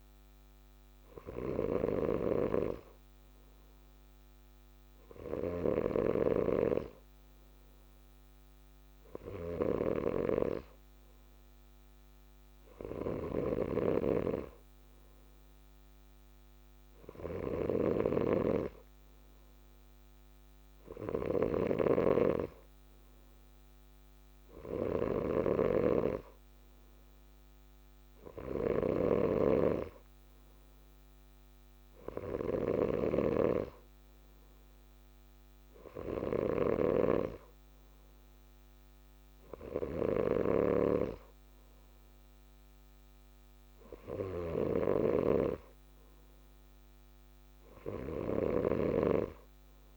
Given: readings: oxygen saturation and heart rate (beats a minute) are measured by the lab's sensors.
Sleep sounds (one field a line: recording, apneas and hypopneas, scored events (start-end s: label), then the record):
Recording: breathing in sleep by a microphone on the trachea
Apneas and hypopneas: none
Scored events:
0.00-49.97 s: snoring (device-marked)
From the record:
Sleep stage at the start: N2 (light sleep)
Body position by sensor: on the left side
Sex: male